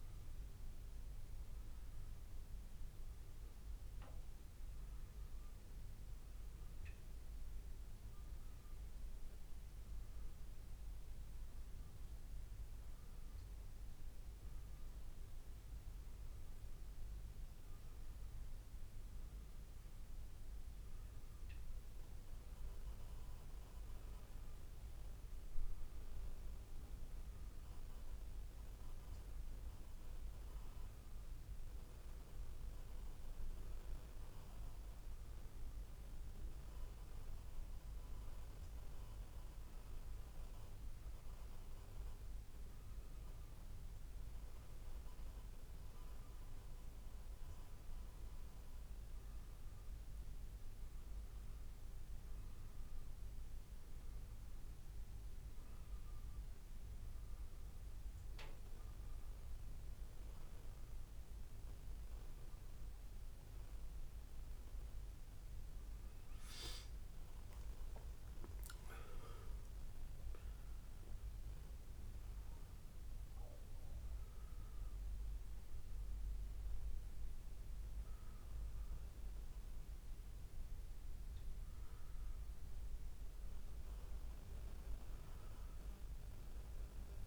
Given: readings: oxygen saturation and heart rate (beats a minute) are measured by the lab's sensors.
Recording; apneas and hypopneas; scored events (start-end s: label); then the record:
breathing in sleep, hard to hear, by a room microphone; none
67.00-70.00 s: arousal
From the record:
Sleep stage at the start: N1 (lightest sleep); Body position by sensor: on the back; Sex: male